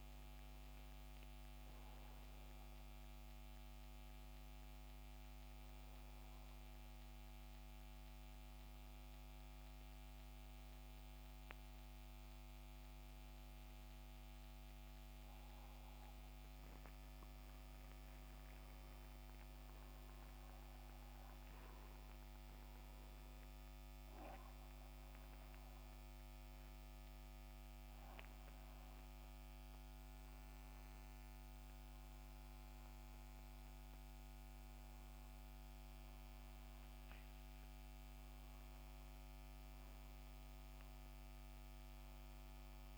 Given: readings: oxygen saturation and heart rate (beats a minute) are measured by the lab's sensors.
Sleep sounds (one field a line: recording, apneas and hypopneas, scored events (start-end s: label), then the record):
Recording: a person partly awake in a sleep study, hard to hear, by a microphone on the trachea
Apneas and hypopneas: none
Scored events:
8.00-42.98 s: new sleep stage, N1 (lightest sleep)
22.00-42.00 s: oxygen desaturation (device-marked, oxygen 95% before, 89% lowest, heart rate 79 before, 75 extreme)
From the record:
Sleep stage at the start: awake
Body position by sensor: on the back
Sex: male